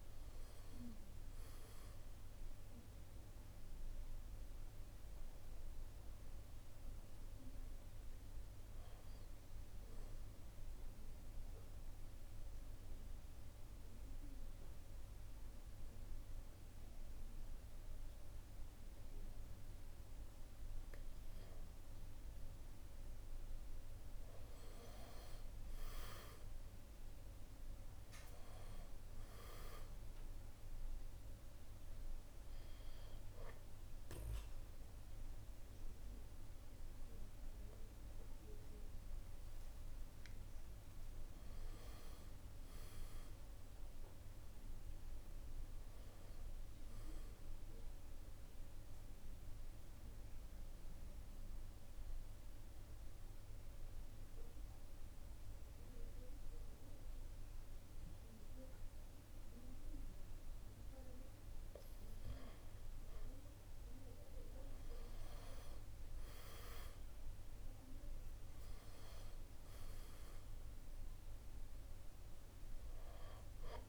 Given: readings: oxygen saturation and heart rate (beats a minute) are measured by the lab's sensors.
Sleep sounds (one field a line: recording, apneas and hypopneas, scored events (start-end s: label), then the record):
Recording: breathing in sleep by a room microphone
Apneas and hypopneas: 3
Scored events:
0.00-10.50 s: drop in pulse transit time (device-marked, heart rate 74 extreme)
3.50-18.50 s: oxygen desaturation (device-marked, oxygen 95% before, 89% lowest, heart rate 74 before, 70 extreme)
4.50-73.89 s: new sleep stage, N2 (light sleep)
11.00-21.50 s: central apnea (oxygen 95% before, 89% lowest, heart rate 75 before, 70 extreme, up 3 after)
23.50-26.50 s: arousal
29.50-45.50 s: oxygen desaturation (device-marked, oxygen 97% before, 91% lowest, heart rate 74 before, 67 extreme)
30.50-40.50 s: hypopnea (oxygen 97% before, 90% lowest, heart rate 74 before, 67 extreme, up 4 after)
41.00-44.50 s: arousal
47.50-61.50 s: hypopnea (oxygen 97% before, 90% lowest, heart rate 73 before, 67 extreme, up 5 after)
62.50-66.00 s: arousal
72.50-73.89 s: oxygen desaturation (device-marked, oxygen 96% before, 90% lowest, heart rate 70 before, 68 extreme)
From the record:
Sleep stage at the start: N1 (lightest sleep)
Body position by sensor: on the back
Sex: male